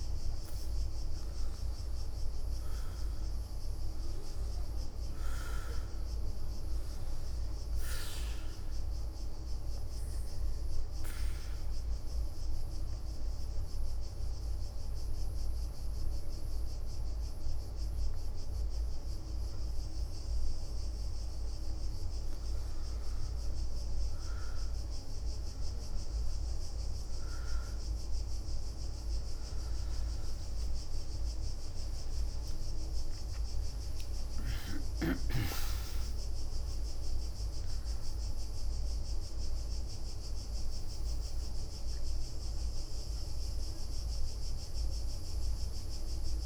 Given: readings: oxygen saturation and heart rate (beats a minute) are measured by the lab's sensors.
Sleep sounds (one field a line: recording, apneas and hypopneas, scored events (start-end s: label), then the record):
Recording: a person partly awake in a sleep study, hard to hear, by a room microphone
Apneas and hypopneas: 1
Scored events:
0.00-3.50 s: arousal
3.00-9.00 s: leg movement (device-marked)
8.50-20.50 s: hypopnea (oxygen 96% before, 92% lowest, heart rate 69 before, 63 extreme, up 11 after)
10.00-11.00 s: leg movement (device-marked)
22.00-31.00 s: leg movement (device-marked)
25.50-46.46 s: new sleep stage, awake
29.50-46.46 s: oxygen desaturation (device-marked, oxygen 97% before, 92% lowest, heart rate 67 before, 70 extreme)
33.50-43.50 s: leg movement (device-marked)
From the record:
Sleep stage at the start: N2 (light sleep)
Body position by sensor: on the back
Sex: female